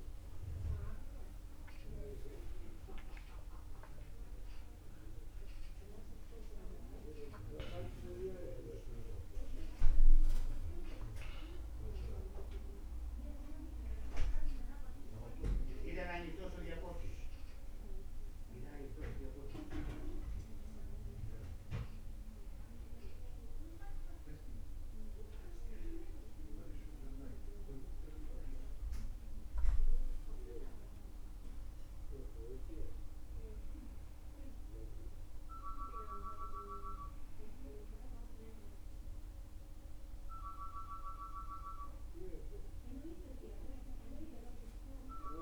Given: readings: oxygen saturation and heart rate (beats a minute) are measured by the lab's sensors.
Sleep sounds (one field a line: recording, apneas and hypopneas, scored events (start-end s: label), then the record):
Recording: breathing in sleep by a room microphone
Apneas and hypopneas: none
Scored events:
3.50-45.42 s: new sleep stage, N1 (lightest sleep)
From the record:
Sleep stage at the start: N2 (light sleep)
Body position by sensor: on the back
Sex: male